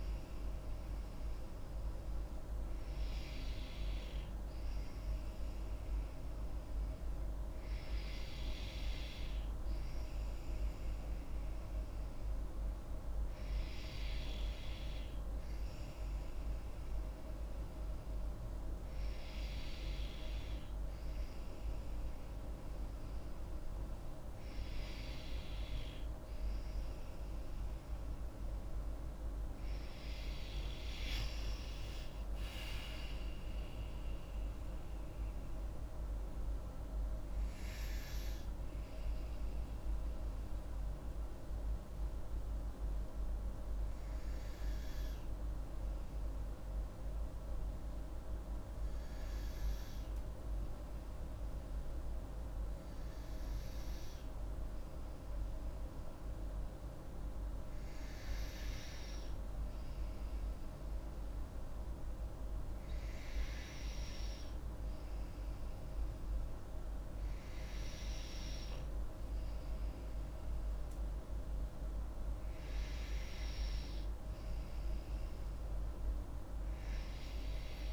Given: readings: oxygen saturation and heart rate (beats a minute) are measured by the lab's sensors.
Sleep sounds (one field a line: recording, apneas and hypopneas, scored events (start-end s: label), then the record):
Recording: breathing in sleep, hard to hear, by a room microphone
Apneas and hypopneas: 1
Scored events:
29.00-32.50 s: arousal
42.50-59.50 s: hypopnea (oxygen 94% before, 93% lowest)
60.50-63.50 s: arousal
From the record:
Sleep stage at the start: N2 (light sleep)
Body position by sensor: on the back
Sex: female